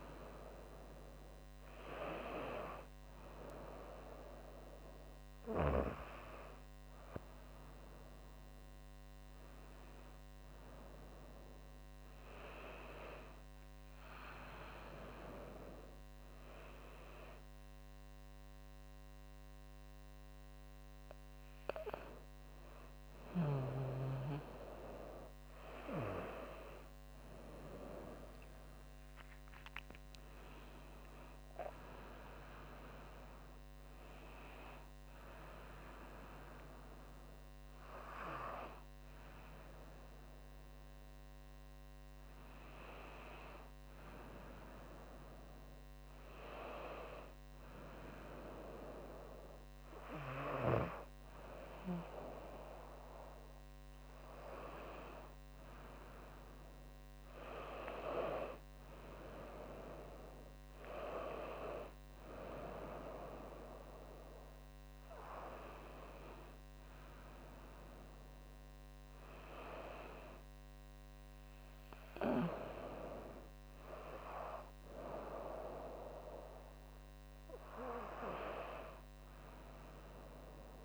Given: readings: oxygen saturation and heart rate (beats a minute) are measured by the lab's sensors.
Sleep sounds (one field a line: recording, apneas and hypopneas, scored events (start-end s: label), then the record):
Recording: a person awake in a sleep study, by a microphone on the trachea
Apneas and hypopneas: none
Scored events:
none scored
From the record:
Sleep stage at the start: awake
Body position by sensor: on the right side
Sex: female